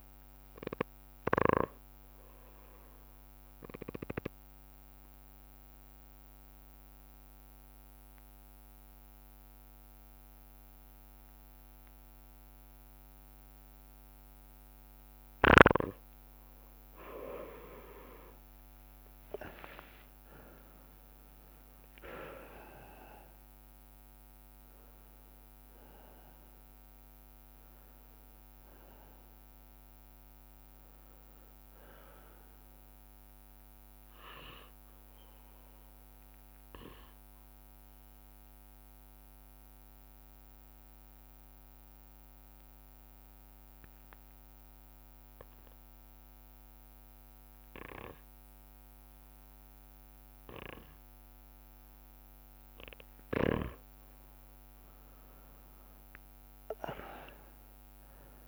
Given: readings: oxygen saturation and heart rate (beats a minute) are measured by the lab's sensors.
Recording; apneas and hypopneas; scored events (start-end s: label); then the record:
breathing in sleep by a microphone on the trachea; 2
0.00-10.00 s: oxygen desaturation (device-marked, oxygen 94% lowest)
0.50-16.00 s: obstructive apnea (oxygen 98% before, 93% lowest)
17.50-23.00 s: arousal
18.00-45.00 s: bradycardia (device-marked)
19.50-21.50 s: long interval between heartbeats (device-marked)
24.00-34.00 s: oxygen desaturation (device-marked, oxygen 98% before, 93% lowest)
34.00-52.50 s: obstructive apnea (oxygen 99% before, 93% lowest)
54.50-58.48 s: arousal
56.00-58.00 s: long interval between heartbeats (device-marked)
From the record:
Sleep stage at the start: N2 (light sleep); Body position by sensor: on the right side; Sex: male